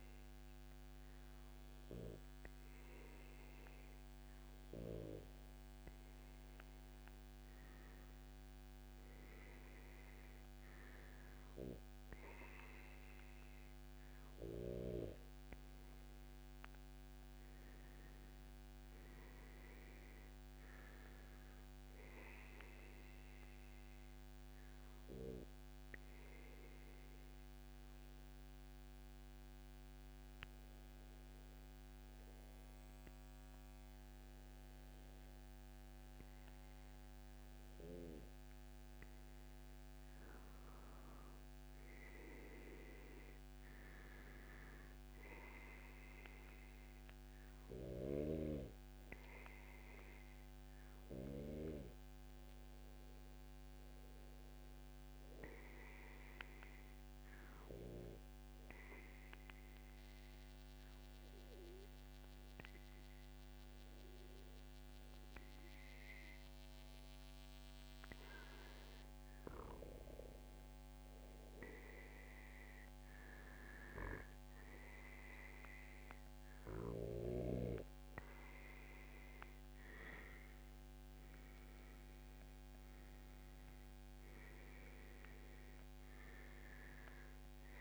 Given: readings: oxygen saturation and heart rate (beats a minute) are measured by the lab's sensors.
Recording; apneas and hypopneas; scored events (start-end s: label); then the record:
breathing in sleep by a microphone on the trachea; 2
13.00-17.00 s: arousal
21.50-23.50 s: long interval between heartbeats (device-marked, heart rate 142 before, 132 extreme)
22.50-37.50 s: hypopnea (oxygen 96% before, 94% lowest, heart rate 142 before, 95 extreme, up 28 after)
39.50-43.00 s: arousal
58.00-68.50 s: obstructive apnea (oxygen 96% before, 94% lowest, heart rate 142 before, 106 extreme, up 56 after)
70.00-73.00 s: arousal
From the record:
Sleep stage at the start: N2 (light sleep); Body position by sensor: on the back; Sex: male